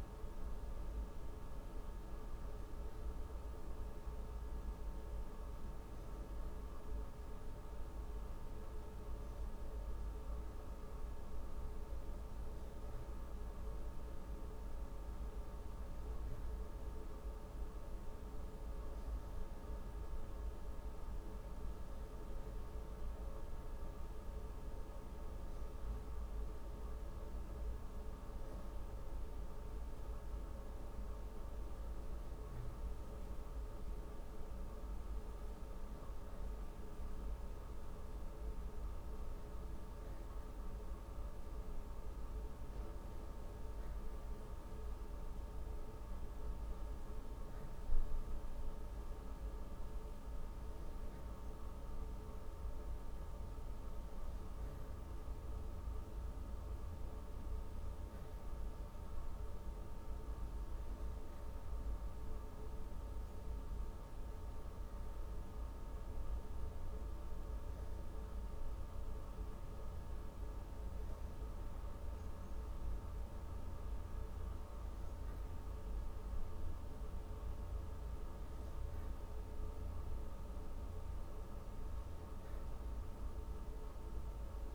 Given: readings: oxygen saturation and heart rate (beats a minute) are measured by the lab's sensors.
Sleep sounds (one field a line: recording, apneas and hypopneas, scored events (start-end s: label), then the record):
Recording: breathing in sleep, hard to hear, by a room microphone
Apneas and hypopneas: none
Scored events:
none scored
From the record:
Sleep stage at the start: N2 (light sleep)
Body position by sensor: on the back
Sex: female